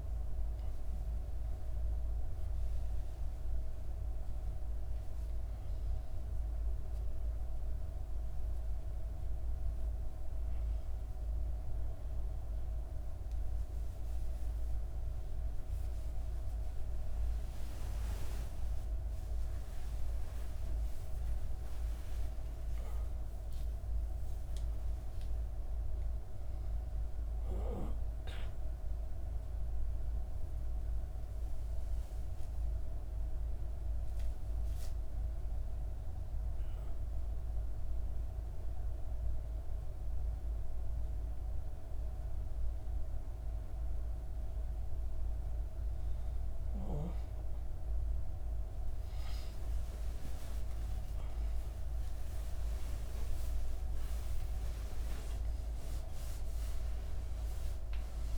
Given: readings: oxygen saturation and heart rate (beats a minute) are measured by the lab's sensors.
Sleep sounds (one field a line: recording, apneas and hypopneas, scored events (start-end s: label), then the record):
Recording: breathing in sleep, hard to hear, by a room microphone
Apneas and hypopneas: 1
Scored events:
17.00-20.50 s: arousal
28.50-38.50 s: obstructive apnea (oxygen 97% before, 94% lowest, heart rate 76 before, 71 extreme)
47.50-52.00 s: arousal
51.00-53.00 s: long interval between heartbeats (device-marked, heart rate 76 before, 94 extreme)
From the record:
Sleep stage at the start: N1 (lightest sleep)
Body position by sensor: on the back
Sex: female